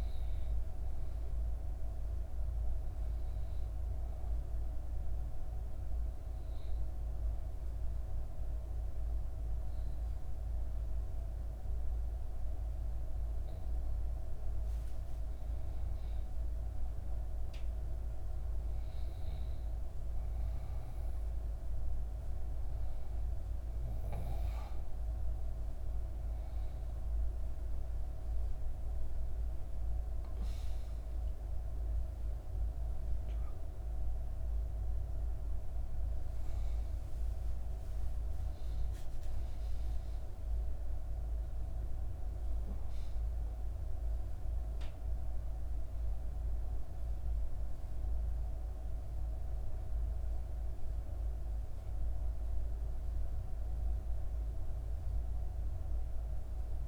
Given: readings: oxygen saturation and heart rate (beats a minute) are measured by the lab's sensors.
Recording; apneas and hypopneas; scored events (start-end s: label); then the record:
breathing in sleep, hard to hear, by a room microphone; 1
6.00-16.00 s: obstructive apnea (oxygen 95% before, 92% lowest, heart rate 61 before, 58 extreme, up 4 after)
18.00-22.50 s: arousal
38.00-40.00 s: long interval between heartbeats (device-marked, heart rate 62 before, 74 extreme)
38.00-43.50 s: arousal
From the record:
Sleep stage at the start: N2 (light sleep); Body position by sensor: on the back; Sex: female